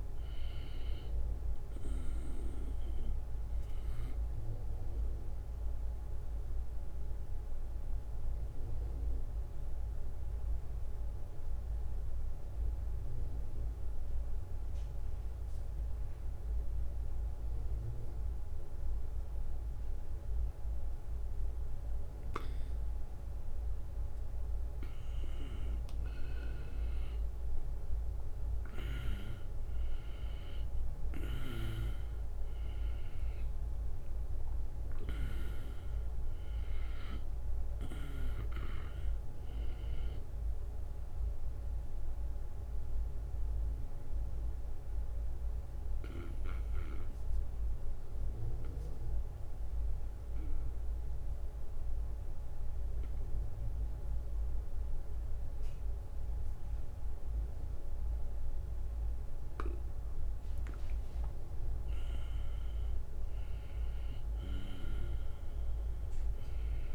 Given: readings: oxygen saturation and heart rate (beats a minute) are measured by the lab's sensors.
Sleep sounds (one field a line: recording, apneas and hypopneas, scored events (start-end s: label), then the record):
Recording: breathing in sleep by a room microphone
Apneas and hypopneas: 2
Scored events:
3.50-25.50 s: obstructive apnea (oxygen 96% before, 93% lowest, heart rate 81 before, 72 extreme, up 10 after)
28.50-33.00 s: arousal
41.00-60.50 s: obstructive apnea (oxygen 96% before, 93% lowest, heart rate 80 before, 75 extreme, up 9 after)
63.00-66.95 s: arousal
From the record:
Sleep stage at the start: N2 (light sleep)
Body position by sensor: on the back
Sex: male